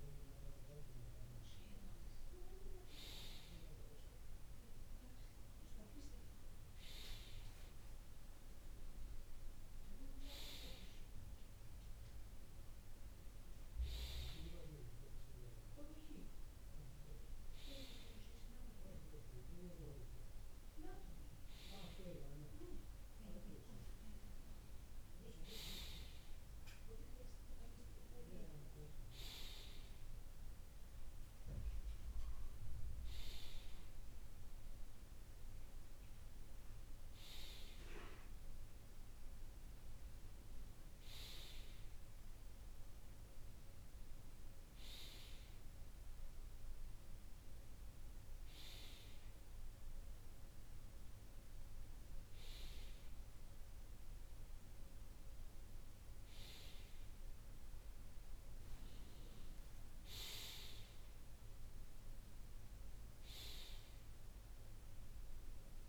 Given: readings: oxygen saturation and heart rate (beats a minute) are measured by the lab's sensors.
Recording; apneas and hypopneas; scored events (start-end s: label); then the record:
breathing in sleep by a room microphone; none
none scored
From the record:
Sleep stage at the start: N2 (light sleep); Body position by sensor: on the right side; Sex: male